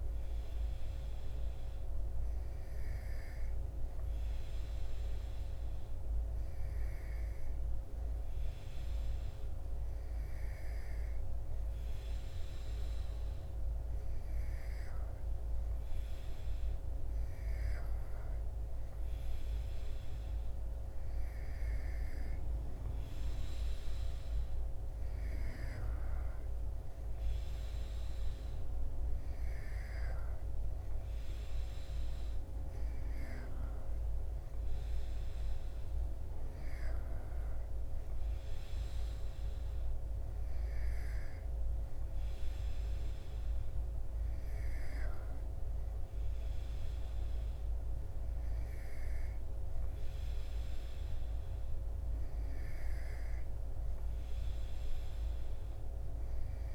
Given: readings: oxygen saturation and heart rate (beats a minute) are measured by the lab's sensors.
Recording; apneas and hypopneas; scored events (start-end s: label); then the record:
breathing in sleep, hard to hear, by a room microphone; none
none scored
From the record:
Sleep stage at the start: N2 (light sleep); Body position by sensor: on the back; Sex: male